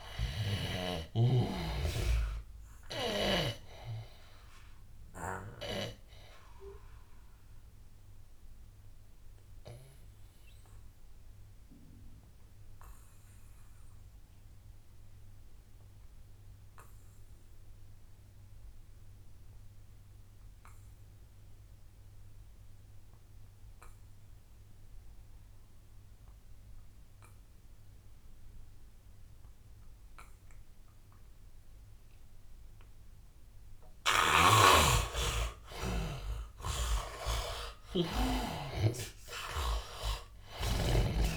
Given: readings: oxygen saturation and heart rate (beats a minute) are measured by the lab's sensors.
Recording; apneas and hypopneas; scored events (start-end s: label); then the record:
breathing in sleep by a room microphone; 1
0.00-22.50 s: oxygen desaturation (device-marked, oxygen 75% lowest, heart rate 74 extreme)
5.50-33.00 s: obstructive apnea (oxygen 100% before, 75% lowest, heart rate 88 before, 74 extreme, up 13 after)
24.50-41.36 s: oxygen desaturation (device-marked, oxygen 99% before, 76% lowest, heart rate 84 before, 74 extreme)
34.00-41.00 s: snoring (device-marked)
38.00-41.36 s: arousal
From the record:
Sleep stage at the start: N2 (light sleep); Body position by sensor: on the back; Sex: male